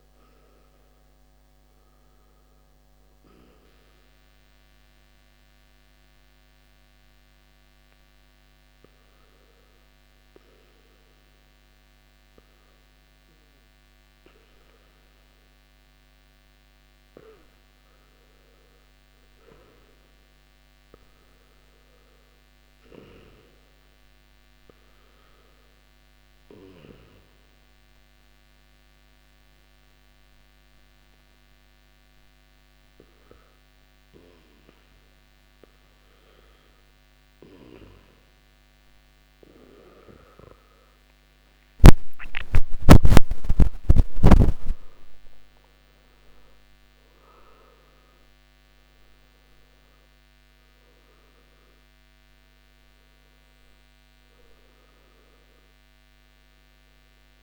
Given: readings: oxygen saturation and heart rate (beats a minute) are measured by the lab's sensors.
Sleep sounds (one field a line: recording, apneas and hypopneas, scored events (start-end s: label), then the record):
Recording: breathing in sleep by a microphone on the trachea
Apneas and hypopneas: 2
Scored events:
0.00-11.00 s: oxygen desaturation (device-marked, oxygen 86% lowest, heart rate 59 extreme)
5.50-21.00 s: obstructive apnea (oxygen 92% before, 86% lowest, heart rate 70 before, 61 extreme, up 6 after)
22.50-26.00 s: arousal
27.00-44.00 s: oxygen desaturation (device-marked, oxygen 96% before, 91% lowest, heart rate 63 before, 61 extreme)
31.00-45.00 s: hypopnea (oxygen 96% before, 88% lowest, heart rate 64 before, 61 extreme, up 15 after)
47.50-52.50 s: arousal
From the record:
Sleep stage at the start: N2 (light sleep)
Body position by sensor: on the back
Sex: male